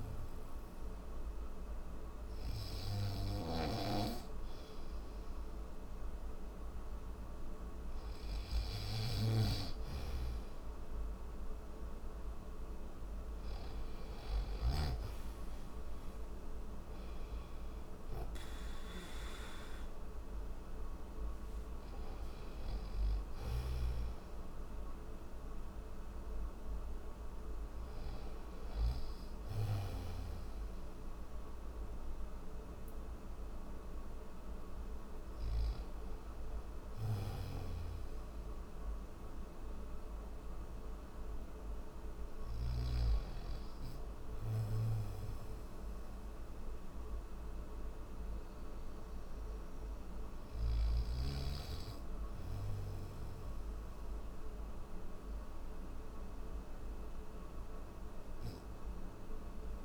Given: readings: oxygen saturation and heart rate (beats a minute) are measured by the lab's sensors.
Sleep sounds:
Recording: breathing in sleep, hard to hear, by a room microphone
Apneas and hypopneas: none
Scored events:
0.00-12.00 s: oxygen desaturation (device-marked, oxygen 87% lowest, heart rate 56 extreme)
0.00-14.00 s: snoring (device-marked)
20.00-42.00 s: oxygen desaturation (device-marked, oxygen 92% before, 86% lowest, heart rate 68 before, 56 extreme)
22.50-28.50 s: snoring (device-marked)
51.00-59.85 s: new sleep stage, N1 (lightest sleep)
From the record:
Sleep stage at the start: N3 (deep sleep)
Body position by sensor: on the back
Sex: male

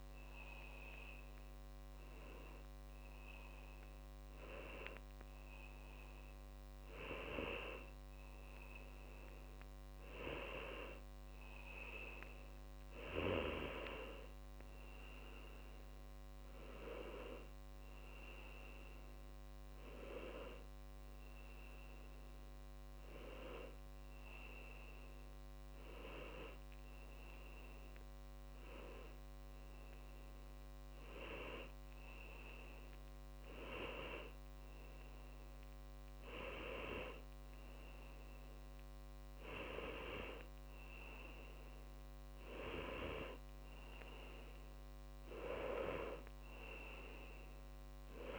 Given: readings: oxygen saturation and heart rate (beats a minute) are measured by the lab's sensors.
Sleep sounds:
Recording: breathing in sleep by a microphone on the trachea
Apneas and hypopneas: none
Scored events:
13.50-25.50 s: tachycardia (device-marked, heart rate 68 before, 156 extreme)
From the record:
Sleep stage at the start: N2 (light sleep)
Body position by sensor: upright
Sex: male

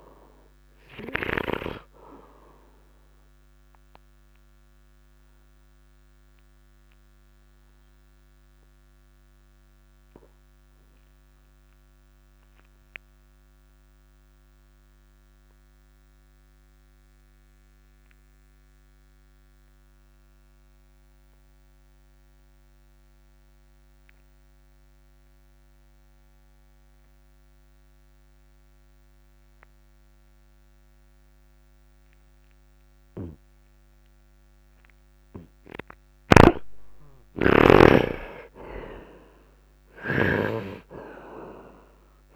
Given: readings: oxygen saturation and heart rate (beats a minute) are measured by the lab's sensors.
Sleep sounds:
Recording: breathing in sleep by a microphone on the trachea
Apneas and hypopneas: 1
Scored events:
0.00-25.00 s: oxygen desaturation (device-marked, oxygen 69% lowest, heart rate 55 extreme)
5.50-35.50 s: obstructive apnea (oxygen 95% before, 67% lowest, heart rate 63 before, 55 extreme, up 5 after)
32.00-42.36 s: oxygen desaturation (device-marked, oxygen 98% before, 67% lowest, heart rate 67 before, 51 extreme)
36.00-40.50 s: snoring (device-marked)
37.50-42.00 s: arousal
From the record:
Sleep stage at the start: N2 (light sleep)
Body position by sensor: upright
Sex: male

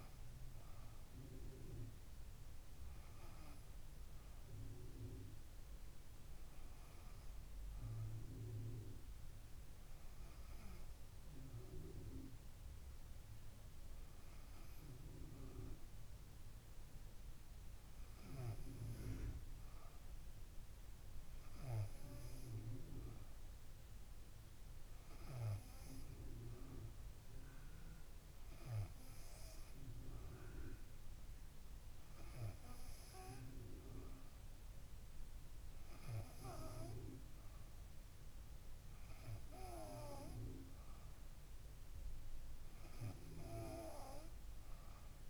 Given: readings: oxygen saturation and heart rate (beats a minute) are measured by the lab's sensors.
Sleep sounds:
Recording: breathing in sleep by a room microphone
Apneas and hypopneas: none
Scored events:
0.00-2.00 s: oxygen desaturation (device-marked, oxygen 94% lowest, heart rate 65 extreme)
From the record:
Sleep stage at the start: N2 (light sleep)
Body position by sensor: on the back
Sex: female

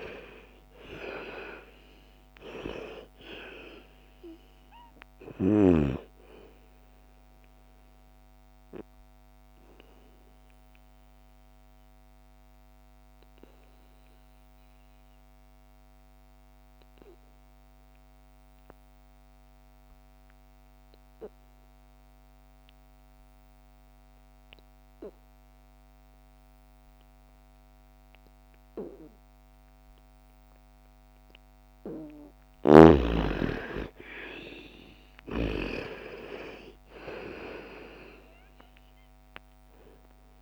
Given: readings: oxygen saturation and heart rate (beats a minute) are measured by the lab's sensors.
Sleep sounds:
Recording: breathing in sleep by a microphone on the trachea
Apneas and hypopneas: 1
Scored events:
0.00-3.00 s: arousal
0.00-18.50 s: oxygen desaturation (device-marked, oxygen 83% lowest, heart rate 55 extreme)
7.50-31.50 s: obstructive apnea (oxygen 99% before, 78% lowest, heart rate 63 before, 55 extreme, up 16 after)
29.50-40.42 s: oxygen desaturation (device-marked, oxygen 99% before, 78% lowest, heart rate 58 before, 54 extreme)
33.50-37.00 s: arousal
From the record:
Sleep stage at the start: N2 (light sleep)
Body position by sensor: on the back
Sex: female

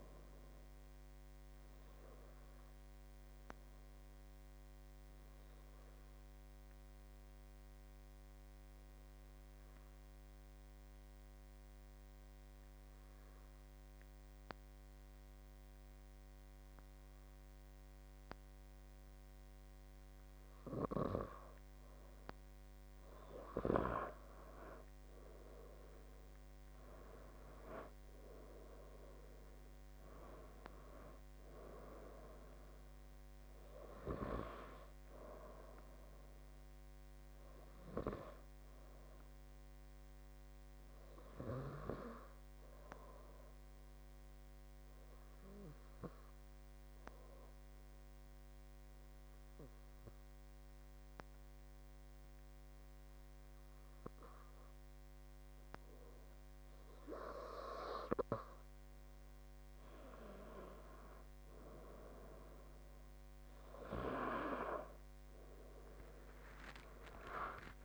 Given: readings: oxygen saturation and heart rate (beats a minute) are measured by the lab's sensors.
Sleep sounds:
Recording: breathing in sleep by a microphone on the trachea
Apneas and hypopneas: 2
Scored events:
0.00-1.50 s: oxygen desaturation (device-marked, oxygen 93% lowest, heart rate 67 extreme)
0.50-22.50 s: obstructive apnea (oxygen 98% before, 92% lowest, heart rate 78 before, 68 extreme, up 12 after)
25.00-29.50 s: arousal
26.50-48.50 s: oxygen desaturation (device-marked, oxygen 97% before, 92% lowest, heart rate 73 before, 69 extreme)
37.50-59.00 s: obstructive apnea (oxygen 97% before, 92% lowest, heart rate 79 before, 65 extreme, up 8 after)
66.00-67.85 s: arousal
From the record:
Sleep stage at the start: N2 (light sleep)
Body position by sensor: on the left side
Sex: male

